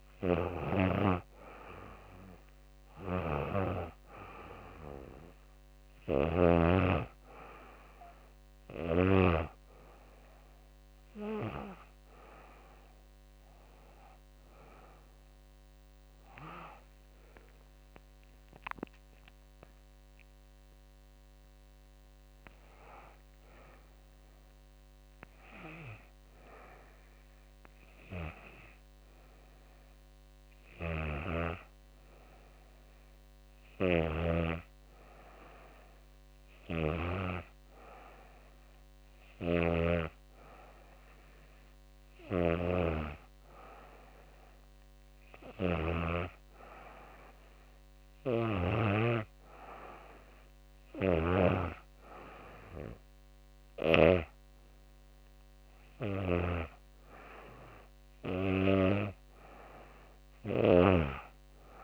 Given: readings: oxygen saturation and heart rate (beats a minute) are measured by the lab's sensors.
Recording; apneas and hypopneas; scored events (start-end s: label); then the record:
breathing in sleep by a microphone on the trachea; none
0.00-2.50 s: arousal
32.50-38.50 s: snoring (device-marked)
From the record:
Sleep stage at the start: N2 (light sleep); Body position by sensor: on the back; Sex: female